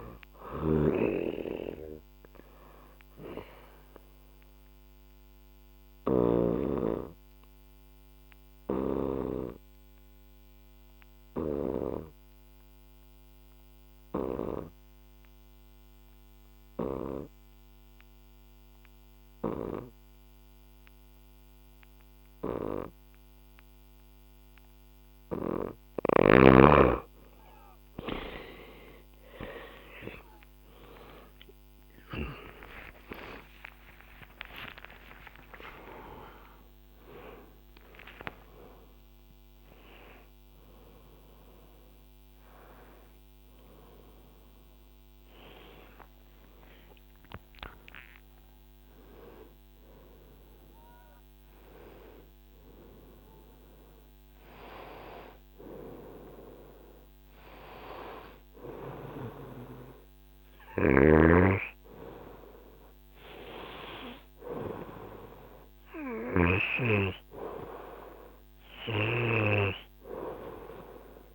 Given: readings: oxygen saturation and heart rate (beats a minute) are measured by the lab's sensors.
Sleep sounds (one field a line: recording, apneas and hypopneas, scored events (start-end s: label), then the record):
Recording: a person partly awake in a sleep study, by a microphone on the trachea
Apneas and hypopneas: 1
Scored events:
0.00-6.00 s: snoring (device-marked)
0.00-8.00 s: oxygen desaturation (device-marked, oxygen 92% lowest, heart rate 64 extreme)
3.00-24.50 s: obstructive apnea (oxygen 98% before, 89% lowest, heart rate 69 before, 64 extreme, up 35 after)
22.00-51.00 s: oxygen desaturation (device-marked, oxygen 98% before, 89% lowest, heart rate 66 before, 63 extreme)
28.00-58.00 s: new sleep stage, awake
58.00-71.35 s: new sleep stage, N2 (light sleep)
60.00-69.00 s: snoring (device-marked)
From the record:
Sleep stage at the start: N2 (light sleep)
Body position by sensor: on the right side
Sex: female